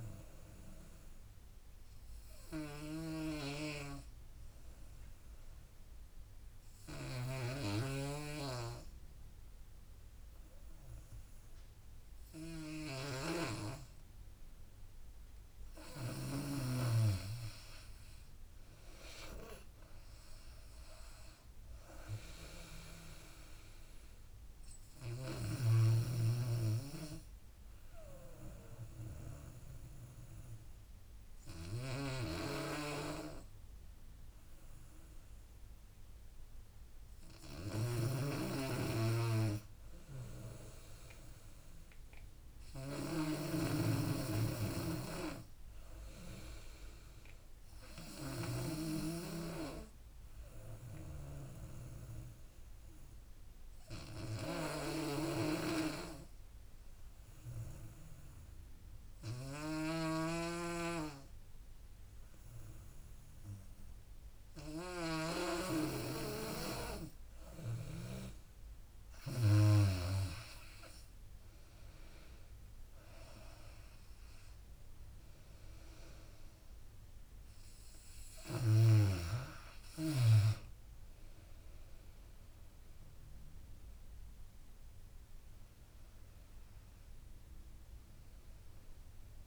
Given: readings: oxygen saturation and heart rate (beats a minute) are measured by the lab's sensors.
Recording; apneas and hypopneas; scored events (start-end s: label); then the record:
breathing in sleep by a room microphone; 3
0.00-5.50 s: oxygen desaturation (device-marked, oxygen 93% lowest, heart rate 72 extreme)
0.00-7.50 s: drop in pulse transit time (device-marked, heart rate 77 extreme)
1.50-15.00 s: obstructive apnea (oxygen 96% before, 93% lowest, heart rate 78 before, 69 extreme, up 13 after)
3.00-16.50 s: snoring (device-marked)
17.50-20.50 s: arousal
19.50-28.50 s: drop in pulse transit time (device-marked, heart rate 77 before, 80 extreme)
20.50-35.50 s: oxygen desaturation (device-marked, oxygen 96% before, 93% lowest, heart rate 77 before, 69 extreme)
25.50-32.00 s: snoring (device-marked)
27.50-38.50 s: obstructive apnea (oxygen 96% before, 91% lowest, heart rate 78 before, 69 extreme, up 13 after)
38.00-49.00 s: snoring (device-marked)
41.00-45.00 s: arousal
52.50-66.00 s: obstructive apnea (oxygen 96% before, 91% lowest, heart rate 77 before, 72 extreme, up 14 after)
55.00-65.50 s: snoring (device-marked)
68.50-72.00 s: arousal
72.50-89.47 s: drop in pulse transit time (device-marked, heart rate 77 before, 82 extreme)
73.50-89.47 s: oxygen desaturation (device-marked, oxygen 96% before, 91% lowest, heart rate 77 before, 72 extreme)
From the record:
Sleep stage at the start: N2 (light sleep); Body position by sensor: on the back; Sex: female